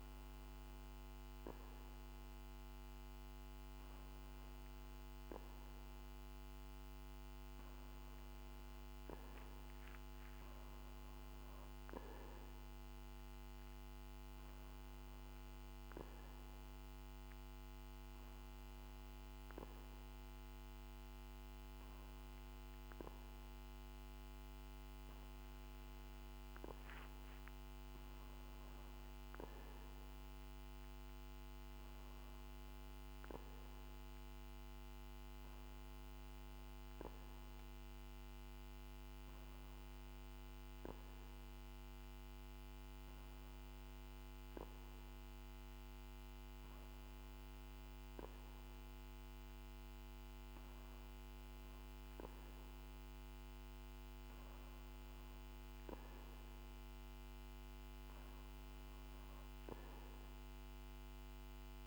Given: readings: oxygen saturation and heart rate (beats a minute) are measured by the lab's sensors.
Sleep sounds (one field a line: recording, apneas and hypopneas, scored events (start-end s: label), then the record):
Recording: breathing in sleep, hard to hear, by a microphone on the trachea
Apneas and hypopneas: none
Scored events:
none scored
From the record:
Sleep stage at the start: N2 (light sleep)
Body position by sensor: on the back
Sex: male